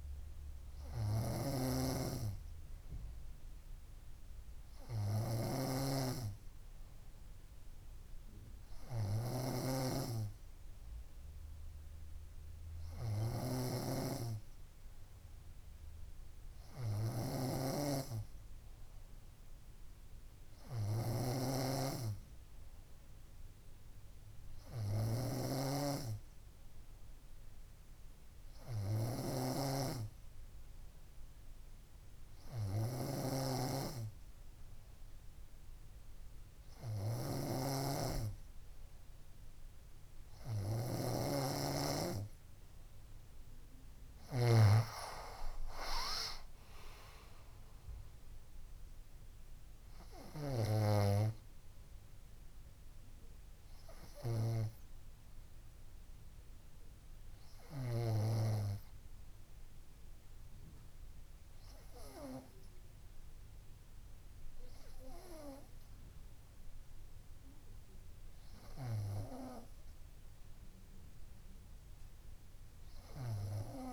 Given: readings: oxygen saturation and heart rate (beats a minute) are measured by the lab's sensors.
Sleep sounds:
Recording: breathing in sleep by a room microphone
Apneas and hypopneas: none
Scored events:
0.00-45.00 s: snoring (device-marked)
54.00-67.00 s: bradycardia (device-marked, heart rate 62 before, 58 extreme)
From the record:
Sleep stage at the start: N3 (deep sleep)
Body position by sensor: on the front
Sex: female

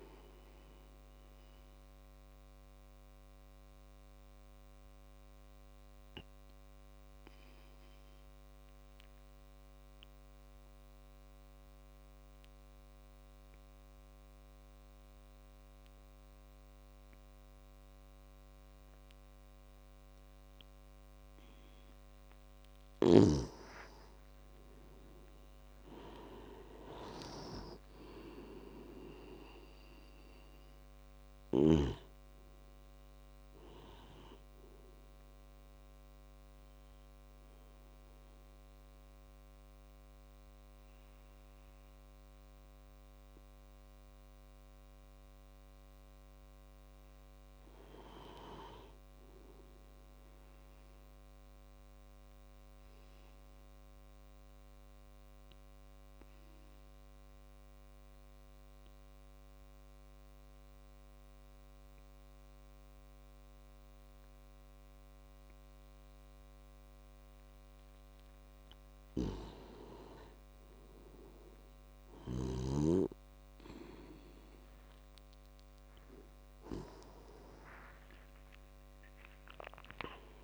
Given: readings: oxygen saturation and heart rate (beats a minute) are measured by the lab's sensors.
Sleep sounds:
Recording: breathing in sleep by a microphone on the trachea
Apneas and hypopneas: 3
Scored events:
0.00-3.00 s: oxygen desaturation (device-marked, oxygen 92% lowest, heart rate 51 extreme)
3.00-21.50 s: obstructive apnea (oxygen 98% before, 90% lowest, heart rate 55 before, 50 extreme, up 19 after)
21.00-53.00 s: oxygen desaturation (device-marked, oxygen 97% before, 90% lowest, heart rate 55 before, 50 extreme)
23.50-28.00 s: arousal
36.50-46.50 s: obstructive apnea (oxygen 97% before, 90% lowest, heart rate 61 before, 50 extreme, up 7 after)
52.50-67.00 s: obstructive apnea (oxygen 96% before, 90% lowest, heart rate 53 before, 52 extreme, up 9 after)
70.50-74.50 s: arousal
76.00-80.44 s: oxygen desaturation (device-marked, oxygen 98% before, 90% lowest, heart rate 56 before, 49 extreme)
From the record:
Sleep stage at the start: N2 (light sleep)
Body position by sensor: on the back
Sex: male

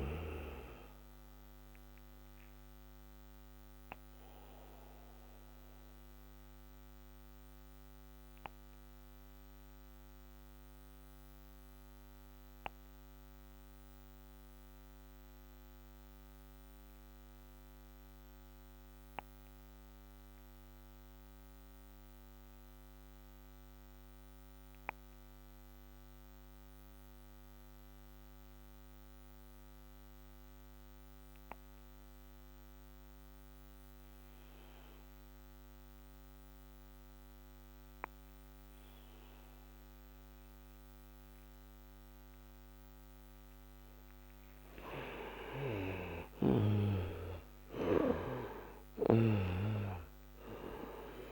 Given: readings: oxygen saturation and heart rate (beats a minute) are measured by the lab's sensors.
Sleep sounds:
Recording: breathing in sleep by a microphone on the trachea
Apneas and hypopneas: 1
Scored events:
2.50-45.00 s: obstructive apnea (oxygen 97% before, 86% lowest, heart rate 80 before, 54 extreme, up 11 after)
4.00-19.00 s: oxygen desaturation (device-marked, oxygen 95% before, 87% lowest, heart rate 80 before, 55 extreme)
45.00-51.32 s: oxygen desaturation (device-marked, oxygen 97% before, 86% lowest, heart rate 61 before, 54 extreme)
46.00-50.50 s: arousal
From the record:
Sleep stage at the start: N2 (light sleep)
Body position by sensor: on the back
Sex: male

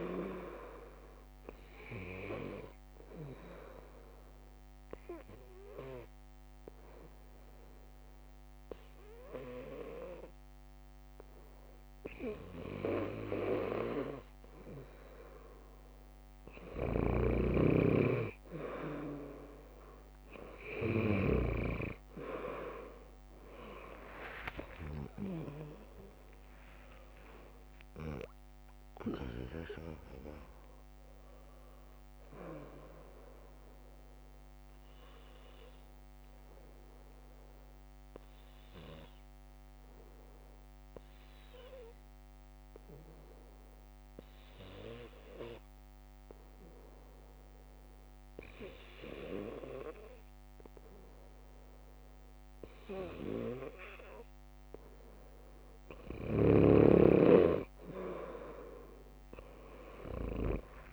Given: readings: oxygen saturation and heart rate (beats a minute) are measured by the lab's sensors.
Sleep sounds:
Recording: breathing in sleep by a microphone on the trachea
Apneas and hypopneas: 2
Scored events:
0.50-12.50 s: drop in pulse transit time (device-marked, heart rate 63 before, 69 extreme)
3.00-15.00 s: obstructive apnea (oxygen 97% before, 96% lowest, heart rate 64 before, 59 extreme)
13.50-15.50 s: bradycardia (device-marked, heart rate 73 before, 66 extreme)
16.50-21.50 s: snoring (device-marked)
24.00-29.00 s: arousal
24.50-35.50 s: drop in pulse transit time (device-marked, heart rate 71 before, 67 extreme)
34.50-56.50 s: obstructive apnea (oxygen 98% before, 96% lowest, heart rate 71 before, 60 extreme, up 9 after)
35.50-37.50 s: bradycardia (device-marked, heart rate 73 before, 66 extreme)
From the record:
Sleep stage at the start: N2 (light sleep)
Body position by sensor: on the left side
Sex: female

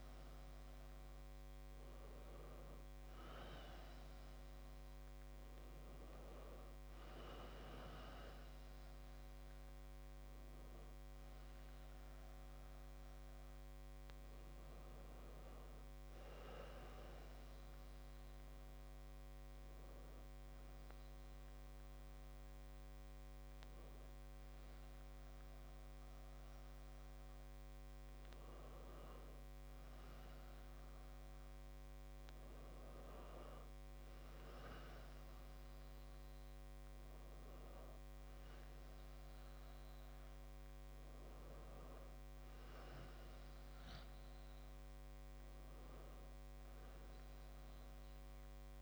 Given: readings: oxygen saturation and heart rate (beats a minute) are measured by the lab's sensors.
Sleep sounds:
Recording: breathing in sleep, hard to hear, by a microphone on the trachea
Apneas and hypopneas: none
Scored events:
none scored
From the record:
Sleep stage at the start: N2 (light sleep)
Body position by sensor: on the back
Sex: male

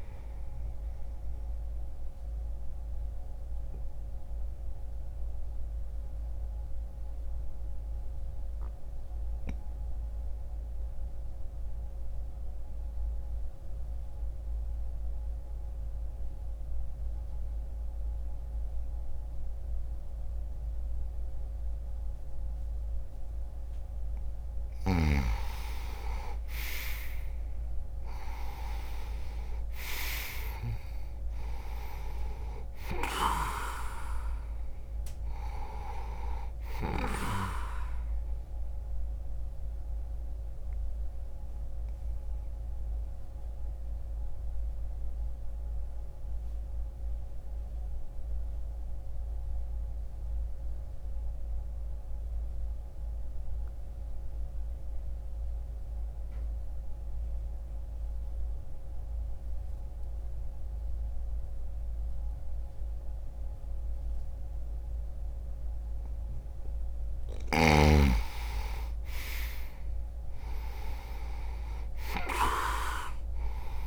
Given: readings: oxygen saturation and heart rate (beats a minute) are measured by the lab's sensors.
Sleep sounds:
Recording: breathing in sleep by a room microphone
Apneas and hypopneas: 2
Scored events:
0.00-18.00 s: oxygen desaturation (device-marked, oxygen 87% lowest, heart rate 60 extreme)
1.00-22.00 s: obstructive apnea (oxygen 99% before, 87% lowest, heart rate 62 before, 60 extreme, up 1 after)
24.50-28.50 s: arousal
25.00-41.00 s: oxygen desaturation (device-marked, oxygen 97% before, 91% lowest, heart rate 62 before, 47 extreme)
38.50-66.50 s: obstructive apnea (oxygen 97% before, 85% lowest)
49.00-61.00 s: oxygen desaturation (device-marked, oxygen 92% before, 87% lowest)
70.00-73.87 s: arousal
From the record:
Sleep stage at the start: N2 (light sleep)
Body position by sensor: on the back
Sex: male

